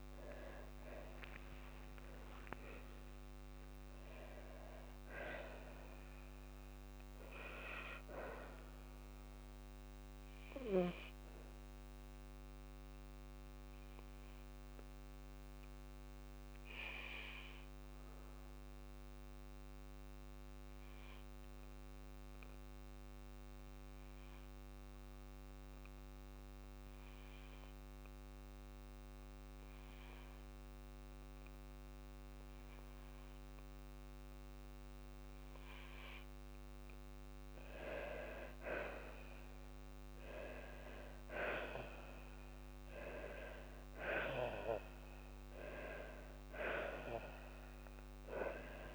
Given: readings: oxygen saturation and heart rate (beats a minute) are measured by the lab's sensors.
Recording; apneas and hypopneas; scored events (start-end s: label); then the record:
breathing in sleep by a microphone on the trachea; 1
0.00-2.00 s: long interval between heartbeats (device-marked, heart rate 56 before, 70 extreme)
11.00-37.00 s: obstructive apnea (oxygen 98% before, 93% lowest, heart rate 72 before, 52 extreme, up 7 after)
22.00-33.00 s: oxygen desaturation (device-marked, oxygen 98% before, 95% lowest, heart rate 68 before, 53 extreme)
From the record:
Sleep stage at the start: N2 (light sleep); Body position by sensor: on the left side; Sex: female